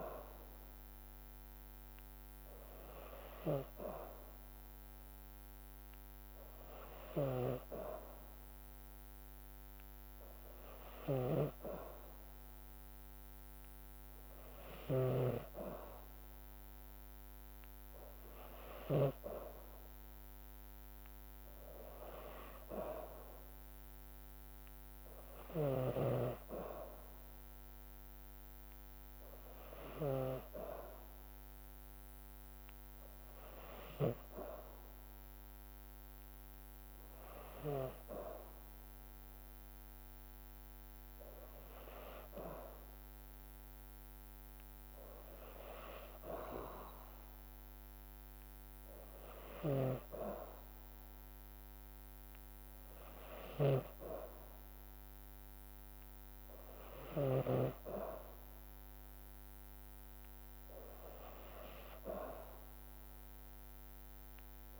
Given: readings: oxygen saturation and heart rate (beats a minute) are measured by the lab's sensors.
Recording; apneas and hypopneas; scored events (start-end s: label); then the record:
breathing in sleep by a microphone on the trachea; none
6.50-19.00 s: snoring (device-marked)
25.00-34.00 s: snoring (device-marked)
49.00-57.00 s: snoring (device-marked)
From the record:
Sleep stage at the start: N2 (light sleep); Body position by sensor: on the back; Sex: female